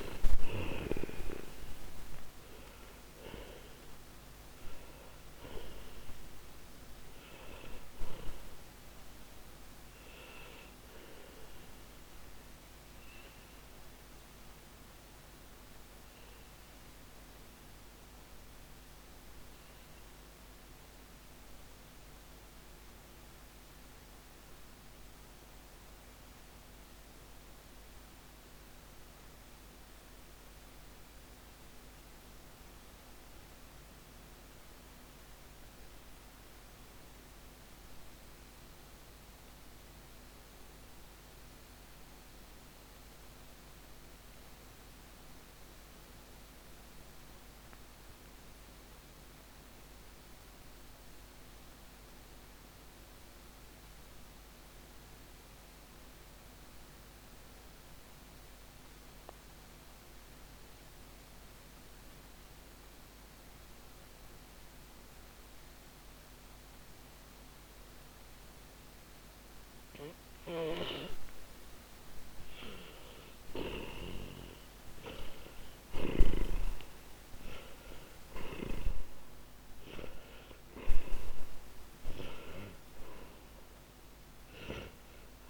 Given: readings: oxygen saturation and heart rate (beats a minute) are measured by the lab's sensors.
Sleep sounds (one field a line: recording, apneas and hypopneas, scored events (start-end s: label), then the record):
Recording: breathing in sleep by a microphone on the trachea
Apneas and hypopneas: 1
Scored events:
0.00-41.00 s: oxygen desaturation (device-marked, oxygen 85% lowest, heart rate 69 extreme)
12.00-71.50 s: mixed apnea (oxygen 98% before, 83% lowest, heart rate 104 before, 26 extreme, up 8 after)
70.00-85.50 s: oxygen desaturation (device-marked, oxygen 98% before, 83% lowest, heart rate 126 before, 42 extreme)
72.50-77.50 s: arousal
From the record:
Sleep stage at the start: N2 (light sleep)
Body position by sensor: on the back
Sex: male